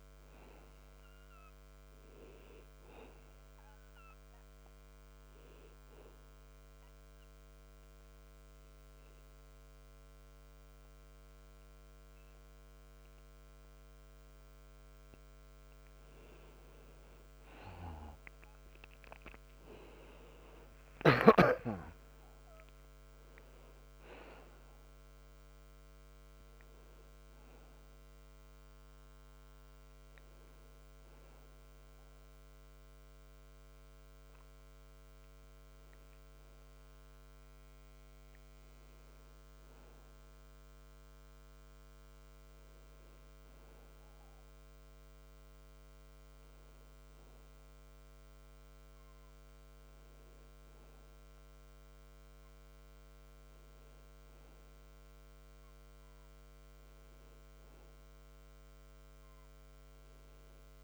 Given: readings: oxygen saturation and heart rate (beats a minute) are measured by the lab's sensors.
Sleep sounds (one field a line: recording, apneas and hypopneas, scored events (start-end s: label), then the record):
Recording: breathing in sleep by a microphone on the trachea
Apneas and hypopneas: 1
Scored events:
3.00-21.00 s: oxygen desaturation (device-marked, oxygen 96% before, 91% lowest)
4.50-16.00 s: obstructive apnea (oxygen 96% before, 91% lowest)
19.50-24.50 s: arousal
32.00-46.00 s: oxygen desaturation (device-marked, oxygen 96% before, 91% lowest)
49.50-54.50 s: arousal
From the record:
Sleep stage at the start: N2 (light sleep)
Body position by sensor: on the back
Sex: male